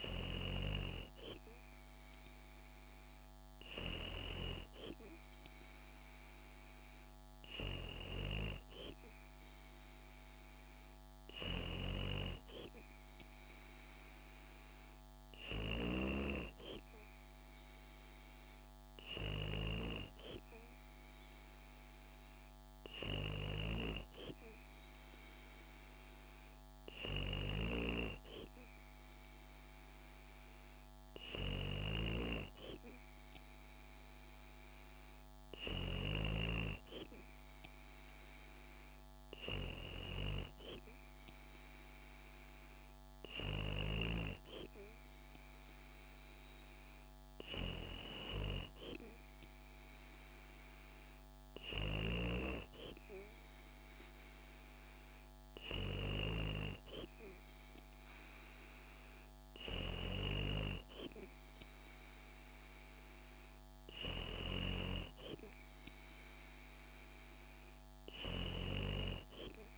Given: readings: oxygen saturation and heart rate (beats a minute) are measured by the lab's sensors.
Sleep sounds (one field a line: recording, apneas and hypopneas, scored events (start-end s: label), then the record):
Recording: breathing in sleep by a microphone on the trachea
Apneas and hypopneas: none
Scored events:
none scored
From the record:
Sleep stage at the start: N3 (deep sleep)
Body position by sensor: on the back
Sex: female